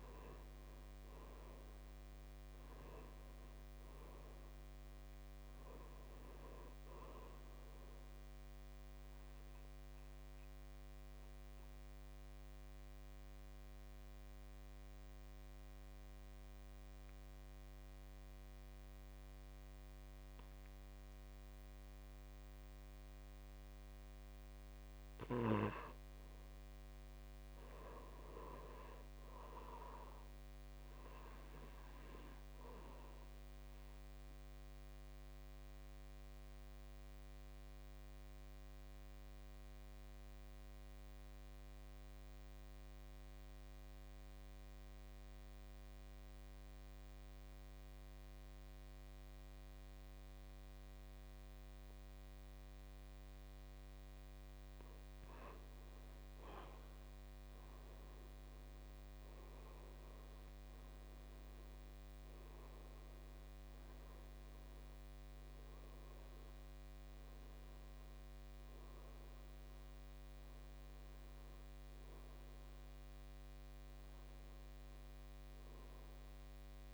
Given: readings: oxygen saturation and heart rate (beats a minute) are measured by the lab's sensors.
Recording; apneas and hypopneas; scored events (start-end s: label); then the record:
breathing in sleep, hard to hear, by a microphone on the trachea; 2
0.00-22.00 s: oxygen desaturation (device-marked, oxygen 85% lowest, heart rate 54 extreme)
10.50-25.00 s: obstructive apnea (oxygen 98% before, 82% lowest, heart rate 65 before, 54 extreme, up 9 after)
27.00-30.00 s: arousal
35.50-54.00 s: obstructive apnea (oxygen 99% before, 82% lowest, heart rate 58 before, 58 extreme, up 8 after)
42.00-57.00 s: oxygen desaturation (device-marked, oxygen 97% before, 90% lowest, heart rate 60 before, 55 extreme)
58.00-62.00 s: arousal
59.00-76.94 s: oxygen desaturation (device-marked, oxygen 95% before, 82% lowest, heart rate 61 before, 45 extreme)
From the record:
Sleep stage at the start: N2 (light sleep); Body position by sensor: on the back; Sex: male